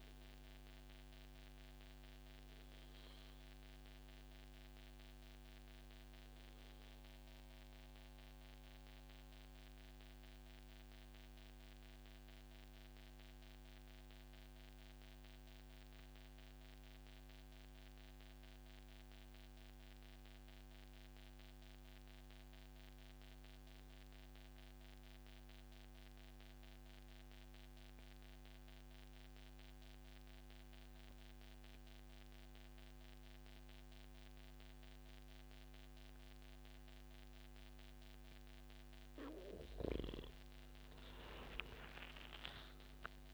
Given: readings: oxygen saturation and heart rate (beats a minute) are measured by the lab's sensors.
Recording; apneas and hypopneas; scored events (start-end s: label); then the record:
breathing in sleep by a microphone on the trachea; 1
0.00-3.50 s: oxygen desaturation (device-marked, oxygen 93% lowest, heart rate 84 extreme)
3.50-38.50 s: mixed apnea (oxygen 97% before, 92% lowest, heart rate 138 before, 99 extreme, up 33 after)
5.50-7.50 s: long interval between heartbeats (device-marked, heart rate 135 before, 84 extreme)
12.50-14.50 s: long interval between heartbeats (device-marked, heart rate 120 before, 108 extreme)
17.00-19.00 s: long interval between heartbeats (device-marked, heart rate 113 before, 104 extreme)
38.50-43.34 s: oxygen desaturation (device-marked, oxygen 97% before, 94% lowest, heart rate 114 before, 97 extreme)
41.00-43.34 s: arousal
From the record:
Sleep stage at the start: N2 (light sleep); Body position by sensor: on the back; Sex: male